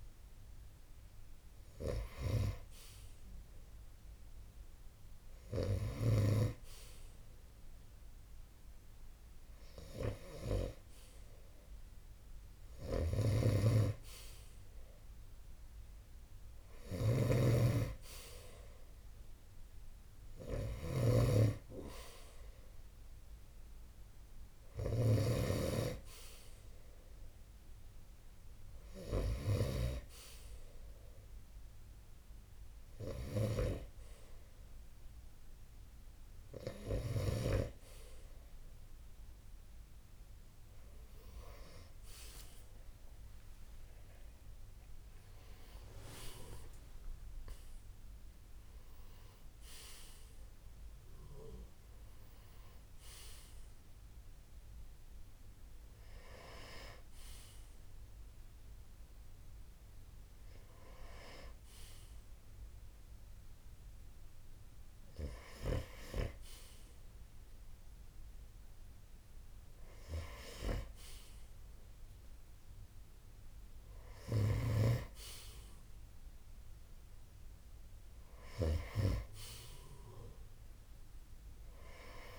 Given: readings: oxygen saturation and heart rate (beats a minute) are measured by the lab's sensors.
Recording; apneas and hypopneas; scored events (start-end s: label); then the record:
breathing in sleep by a room microphone; none
12.00-33.00 s: snoring (device-marked)
42.50-46.00 s: arousal
From the record:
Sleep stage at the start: N2 (light sleep); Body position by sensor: on the right side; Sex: male